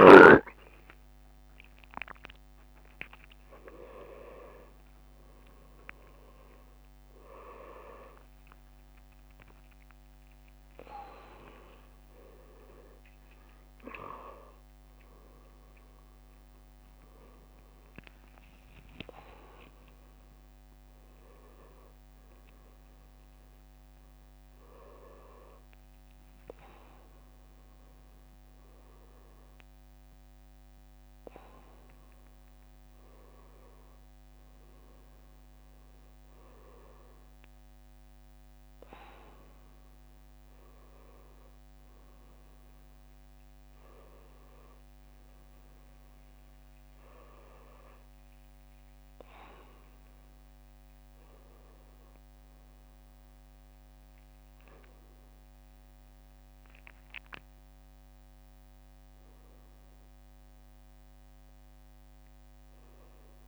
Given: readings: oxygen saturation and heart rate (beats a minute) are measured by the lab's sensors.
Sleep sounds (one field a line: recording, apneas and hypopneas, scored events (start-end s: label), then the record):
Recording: a person partly awake in a sleep study, by a microphone on the trachea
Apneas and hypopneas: none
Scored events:
1.50-10.50 s: oxygen desaturation (device-marked, oxygen 100% before, 96% lowest, heart rate 118 before, 81 extreme)
7.50-14.00 s: leg movement (device-marked)
22.50-63.48 s: new sleep stage, N1 (lightest sleep)
24.50-36.50 s: drop in pulse transit time (device-marked, heart rate 83 before, 84 extreme)
62.00-63.48 s: leg movement (device-marked)
From the record:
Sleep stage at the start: awake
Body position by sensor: on the front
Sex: male